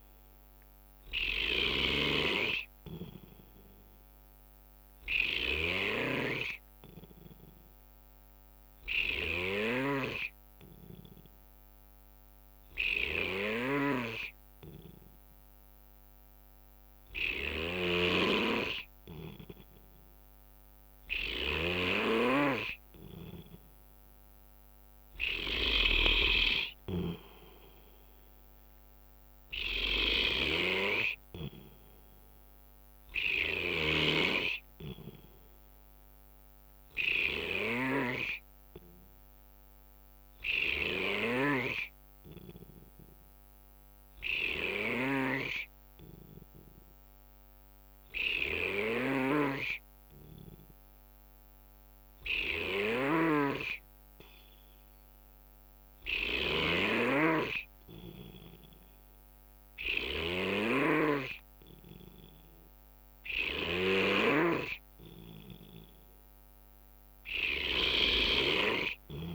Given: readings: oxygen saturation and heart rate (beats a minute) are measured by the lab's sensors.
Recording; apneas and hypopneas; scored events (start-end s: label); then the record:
breathing in sleep by a microphone on the trachea; 2
0.00-69.35 s: snoring (device-marked)
6.50-23.00 s: hypopnea (oxygen 94% before, 92% lowest, heart rate 66 before, 65 extreme, up 3 after)
25.00-29.50 s: arousal
40.50-60.00 s: hypopnea (oxygen 95% before, 92% lowest, heart rate 68 before, 65 extreme, up 4 after)
58.50-69.35 s: oxygen desaturation (device-marked, oxygen 96% before, 92% lowest, heart rate 66 before, 67 extreme)
62.00-66.00 s: arousal
From the record:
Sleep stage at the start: N2 (light sleep); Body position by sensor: on the right side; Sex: male